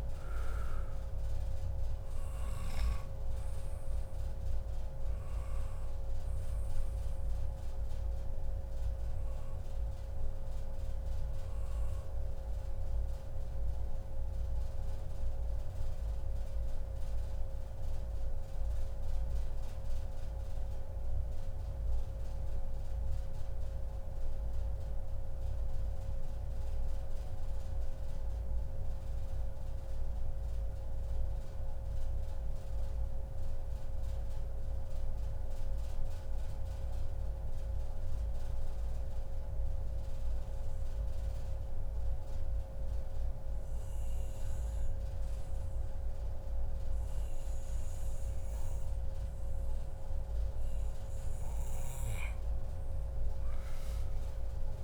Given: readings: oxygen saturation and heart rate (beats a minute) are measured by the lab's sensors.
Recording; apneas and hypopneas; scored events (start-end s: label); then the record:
breathing in sleep, hard to hear, by a room microphone; 1
0.00-15.00 s: oxygen desaturation (device-marked, oxygen 92% lowest, heart rate 139 extreme)
8.50-50.50 s: mixed apnea (oxygen 97% before, 92% lowest, heart rate 141 before, 139 extreme, up 0 after)
53.00-54.84 s: arousal
From the record:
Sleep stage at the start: N2 (light sleep); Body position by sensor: on the back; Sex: male